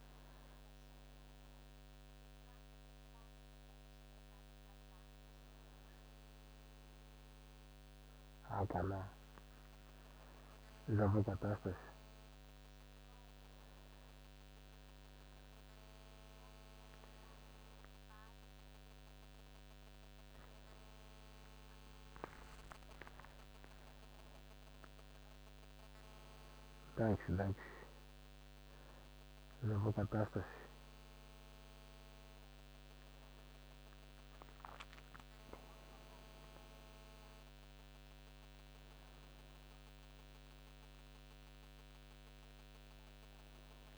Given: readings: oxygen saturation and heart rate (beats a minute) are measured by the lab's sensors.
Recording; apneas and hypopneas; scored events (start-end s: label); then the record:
a person awake in a sleep study, by a microphone on the trachea; none
none scored
From the record:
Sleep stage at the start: awake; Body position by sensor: on the back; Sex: male